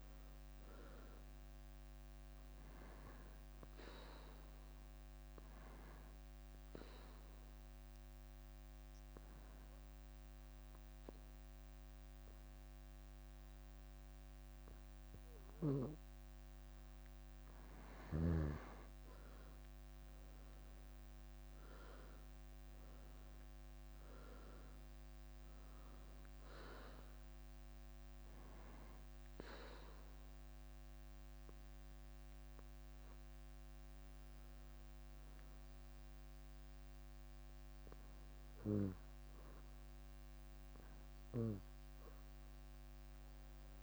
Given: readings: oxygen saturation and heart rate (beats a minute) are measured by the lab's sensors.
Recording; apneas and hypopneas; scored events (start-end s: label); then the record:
breathing in sleep by a microphone on the trachea; 2
0.00-16.50 s: oxygen desaturation (device-marked, oxygen 93% lowest, heart rate 56 extreme)
2.00-14.00 s: hypopnea (oxygen 97% before, 92% lowest, heart rate 62 before, 56 extreme, up 14 after)
4.50-11.50 s: bradycardia (device-marked, heart rate 65 before, 56 extreme)
19.00-23.50 s: arousal
23.50-40.50 s: oxygen desaturation (device-marked, oxygen 97% before, 92% lowest, heart rate 63 before, 58 extreme)
28.50-39.00 s: obstructive apnea (oxygen 97% before, 92% lowest, heart rate 64 before, 59 extreme, up 10 after)
29.50-33.50 s: bradycardia (device-marked, heart rate 65 before, 58 extreme)
From the record:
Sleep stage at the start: N2 (light sleep); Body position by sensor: on the back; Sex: female